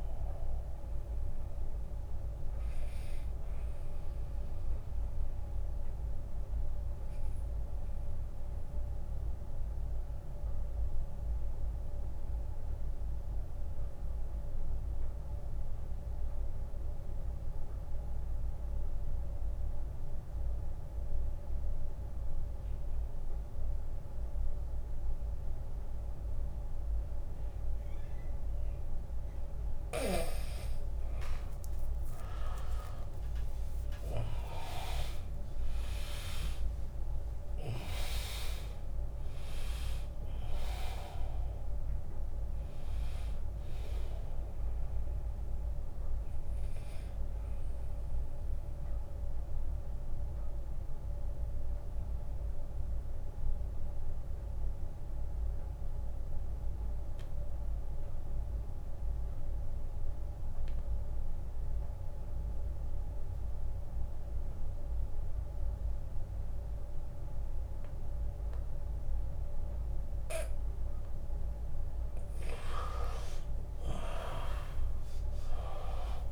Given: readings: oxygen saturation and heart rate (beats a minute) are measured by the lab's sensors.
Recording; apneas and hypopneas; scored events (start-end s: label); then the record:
breathing in sleep by a room microphone; 2
0.00-2.00 s: drop in pulse transit time (device-marked, heart rate 77 extreme)
0.00-16.00 s: oxygen desaturation (device-marked, oxygen 81% lowest, heart rate 68 extreme)
7.50-29.00 s: mixed apnea (oxygen 100% before, 81% lowest, heart rate 83 before, 68 extreme, up 19 after)
31.00-57.00 s: oxygen desaturation (device-marked, oxygen 100% before, 82% lowest, heart rate 74 before, 70 extreme)
32.00-36.50 s: arousal
33.00-47.00 s: drop in pulse transit time (device-marked, heart rate 74 before, 78 extreme)
49.00-71.00 s: mixed apnea (oxygen 100% before, 82% lowest, heart rate 80 before, 70 extreme, up 8 after)
49.50-51.50 s: long interval between heartbeats (device-marked, heart rate 80 before, 75 extreme)
74.00-76.32 s: oxygen desaturation (device-marked, oxygen 100% before, 84% lowest, heart rate 75 before, 75 extreme)
74.50-76.32 s: arousal
75.00-76.32 s: drop in pulse transit time (device-marked, heart rate 76 before, 74 extreme)
From the record:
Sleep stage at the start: N2 (light sleep); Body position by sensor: on the back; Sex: male